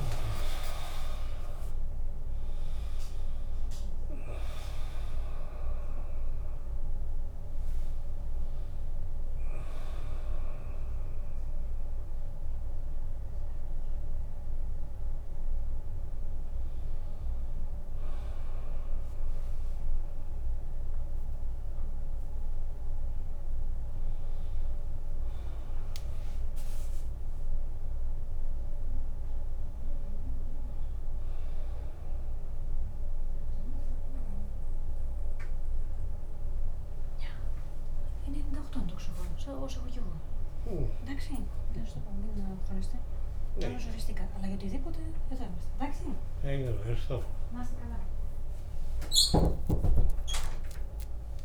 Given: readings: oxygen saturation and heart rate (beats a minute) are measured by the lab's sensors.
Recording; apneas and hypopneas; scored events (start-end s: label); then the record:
a person awake in a sleep study, by a room microphone; none
0.00-11.00 s: drop in pulse transit time (device-marked, heart rate 77 extreme)
4.00-51.45 s: new sleep stage, awake
16.00-28.00 s: oxygen desaturation (device-marked, oxygen 97% before, 94% lowest, heart rate 81 before, 69 extreme)
From the record:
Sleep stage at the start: N2 (light sleep); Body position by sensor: on the back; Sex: male